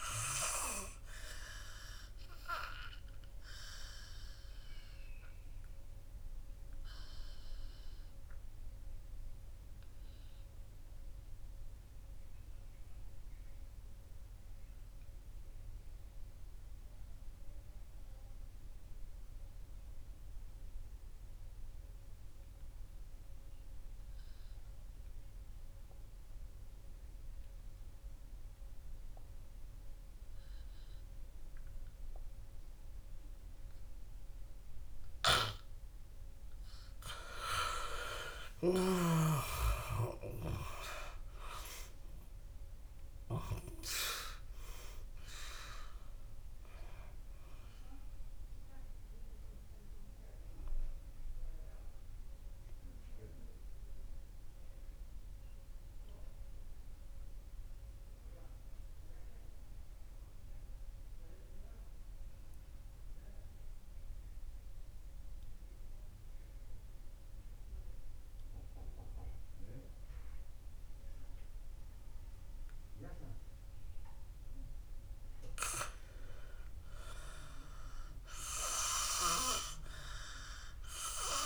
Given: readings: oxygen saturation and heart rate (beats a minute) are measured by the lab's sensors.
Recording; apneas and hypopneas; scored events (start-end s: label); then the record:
breathing in sleep by a room microphone; 2
3.00-37.50 s: obstructive apnea (oxygen 100% before, 85% lowest, heart rate 63 before, 50 extreme, up 21 after)
5.50-25.50 s: oxygen desaturation (device-marked, oxygen 96% before, 85% lowest, heart rate 65 before, 50 extreme)
35.50-39.50 s: snoring (device-marked)
40.50-45.00 s: arousal
46.50-73.50 s: oxygen desaturation (device-marked, oxygen 98% before, 86% lowest, heart rate 61 before, 62 extreme)
50.50-75.00 s: obstructive apnea (oxygen 99% before, 86% lowest, heart rate 65 before, 62 extreme, up 4 after)
76.50-79.50 s: arousal
From the record:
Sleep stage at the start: N2 (light sleep); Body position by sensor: on the right side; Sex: male